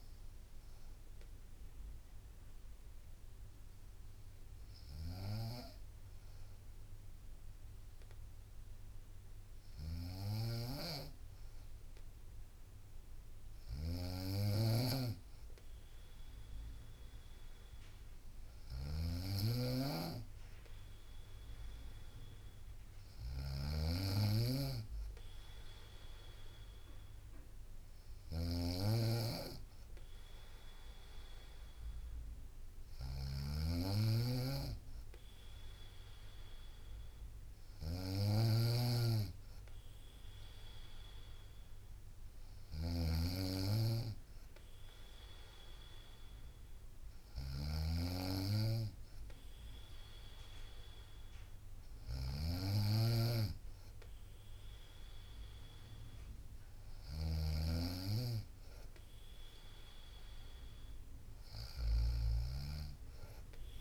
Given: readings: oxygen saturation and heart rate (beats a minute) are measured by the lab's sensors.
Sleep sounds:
breathing in sleep by a room microphone; none
0.00-5.00 s: oxygen desaturation (device-marked, oxygen 92% lowest, heart rate 58 extreme)
0.00-11.00 s: bradycardia (device-marked, heart rate 62 before, 58 extreme)
4.50-63.81 s: snoring (device-marked)
14.00-16.00 s: bradycardia (device-marked, heart rate 62 before, 60 extreme)
17.00-21.00 s: bradycardia (device-marked, heart rate 62 before, 59 extreme)
From the record:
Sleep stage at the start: N2 (light sleep); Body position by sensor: on the right side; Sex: female

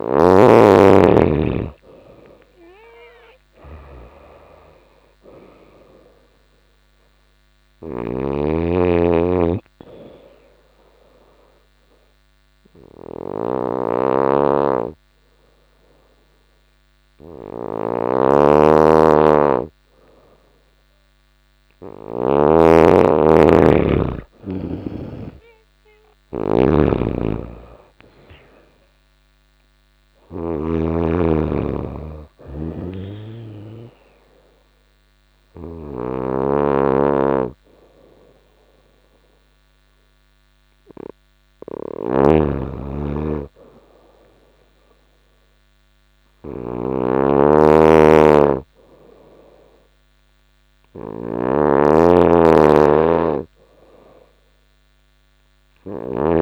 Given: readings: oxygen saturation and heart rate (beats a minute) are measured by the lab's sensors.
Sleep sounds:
breathing in sleep by a microphone on the trachea; 1
7.00-22.00 s: snoring (device-marked)
9.50-21.50 s: obstructive apnea (oxygen 96% before, 90% lowest, heart rate 88 before, 85 extreme, up 4 after)
23.00-26.50 s: arousal
26.50-30.00 s: snoring (device-marked)
28.50-43.50 s: oxygen desaturation (device-marked, oxygen 96% before, 90% lowest, heart rate 88 before, 85 extreme)
32.00-50.50 s: snoring (device-marked)
From the record:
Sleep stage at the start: N2 (light sleep); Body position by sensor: on the back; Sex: female

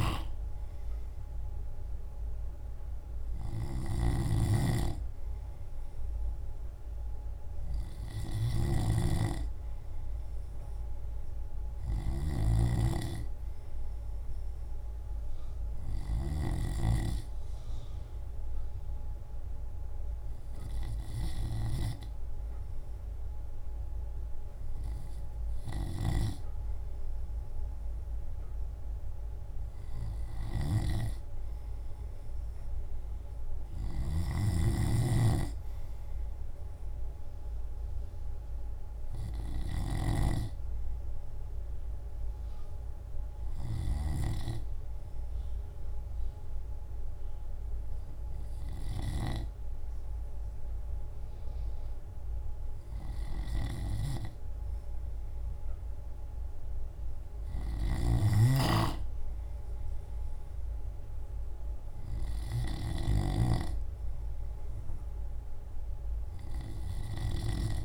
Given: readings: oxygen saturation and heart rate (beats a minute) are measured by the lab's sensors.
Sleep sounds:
breathing in sleep by a room microphone; none
38.50-47.50 s: drop in pulse transit time (device-marked, heart rate 57 before, 56 extreme)
59.50-67.85 s: drop in pulse transit time (device-marked, heart rate 56 before, 53 extreme)
From the record:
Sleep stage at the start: N2 (light sleep); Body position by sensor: on the left side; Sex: male

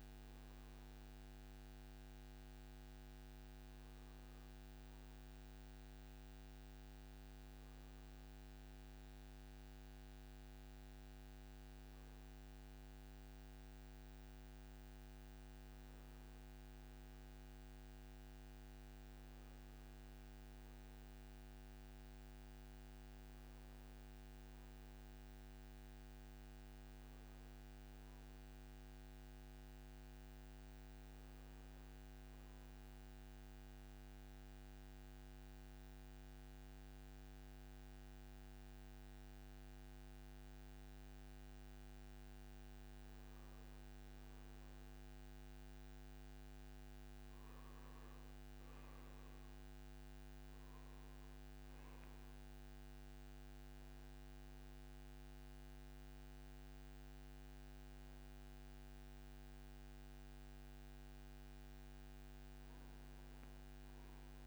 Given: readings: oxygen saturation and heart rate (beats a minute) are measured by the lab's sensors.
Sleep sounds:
breathing in sleep, hard to hear, by a microphone on the trachea; 1
0.00-6.00 s: oxygen desaturation (device-marked, oxygen 89% lowest, heart rate 152 extreme)
3.00-64.47 s: new sleep stage, N2 (light sleep)
33.00-43.00 s: central apnea (oxygen 96% before, 89% lowest)
46.50-50.50 s: arousal
54.00-64.47 s: oxygen desaturation (device-marked, oxygen 94% before, 89% lowest, heart rate 99 before, 68 extreme)
From the record:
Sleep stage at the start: N1 (lightest sleep); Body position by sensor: on the right side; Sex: male

